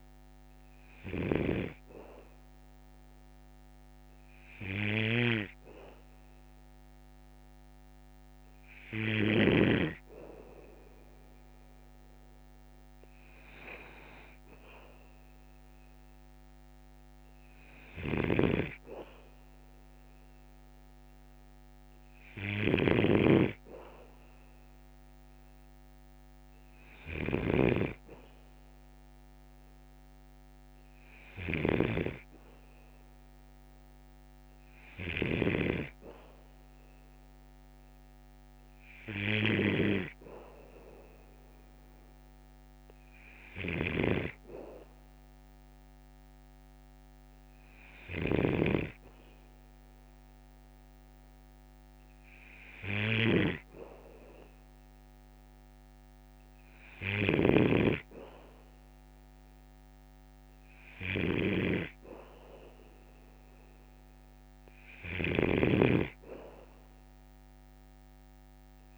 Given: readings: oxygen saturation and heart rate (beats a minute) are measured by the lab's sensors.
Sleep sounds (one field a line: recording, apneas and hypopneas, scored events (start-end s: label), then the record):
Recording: breathing in sleep by a microphone on the trachea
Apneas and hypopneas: none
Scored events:
0.00-9.50 s: snoring (device-marked)
17.50-68.98 s: snoring (device-marked)
From the record:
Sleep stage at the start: N2 (light sleep)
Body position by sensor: on the back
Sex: male